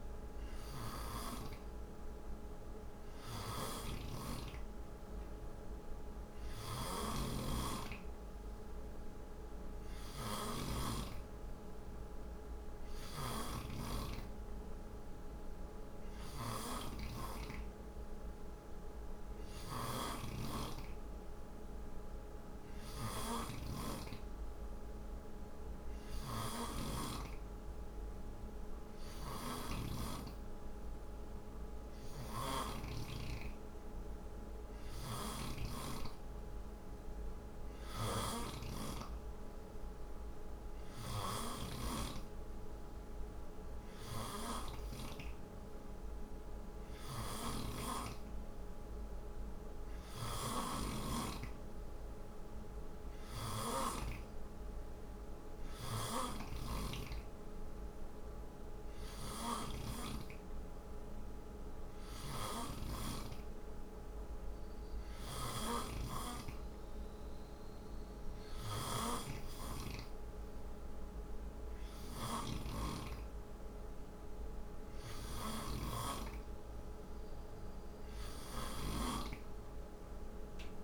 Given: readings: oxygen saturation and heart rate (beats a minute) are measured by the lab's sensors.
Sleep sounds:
breathing in sleep by a room microphone; none
0.00-29.50 s: snoring (device-marked)
31.50-53.50 s: snoring (device-marked)
55.50-80.84 s: snoring (device-marked)
From the record:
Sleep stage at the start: N2 (light sleep); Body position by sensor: on the right side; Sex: male

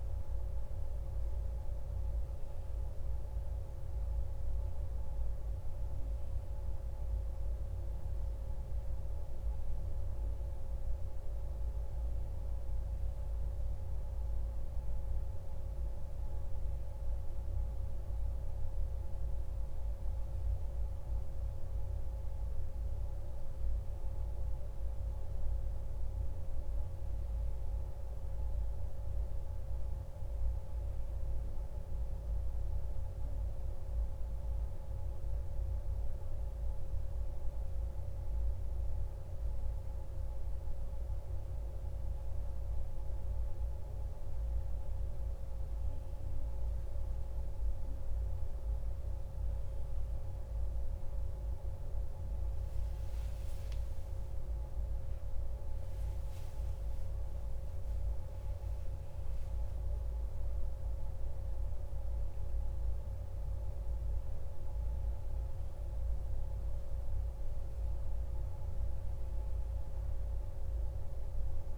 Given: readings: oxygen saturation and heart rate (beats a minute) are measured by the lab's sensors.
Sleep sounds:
breathing in sleep, hard to hear, by a room microphone; none
55.50-60.50 s: arousal
From the record:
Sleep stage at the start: N1 (lightest sleep); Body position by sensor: on the back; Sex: male

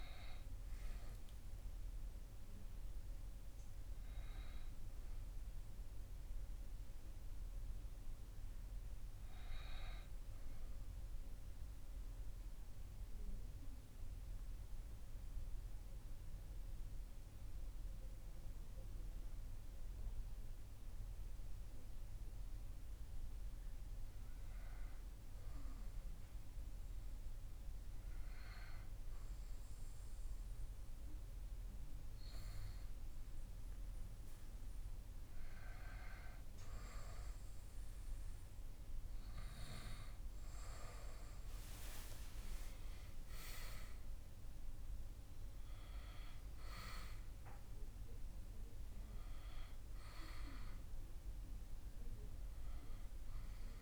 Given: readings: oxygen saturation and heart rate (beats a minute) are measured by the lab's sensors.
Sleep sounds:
breathing in sleep by a room microphone; 1
0.00-4.50 s: oxygen desaturation (device-marked, oxygen 93% lowest, heart rate 60 extreme)
11.50-22.50 s: central apnea (oxygen 98% before, 96% lowest, heart rate 68 before, 59 extreme, up 0 after)
24.50-28.50 s: arousal
From the record:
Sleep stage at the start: N2 (light sleep); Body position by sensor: on the back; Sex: male

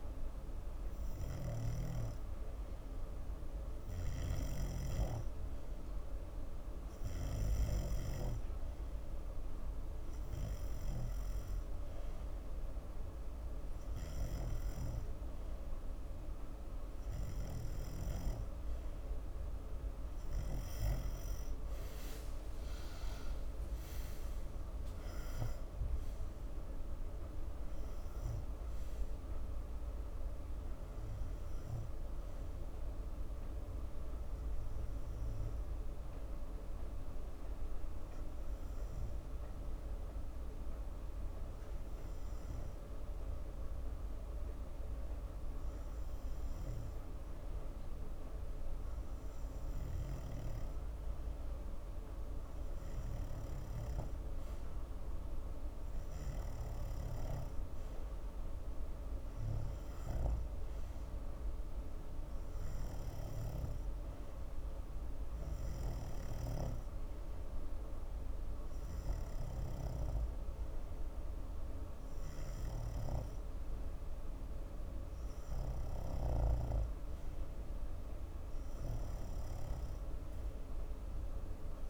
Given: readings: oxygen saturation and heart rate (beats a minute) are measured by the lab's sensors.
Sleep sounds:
breathing in sleep, hard to hear, by a room microphone; 1
0.00-9.00 s: snoring (device-marked)
18.00-22.00 s: snoring (device-marked)
38.50-52.50 s: hypopnea (oxygen 93% before, 91% lowest)
50.50-55.00 s: snoring (device-marked)
55.50-58.50 s: arousal
63.50-77.00 s: snoring (device-marked)
From the record:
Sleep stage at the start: N2 (light sleep); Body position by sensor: on the front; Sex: male

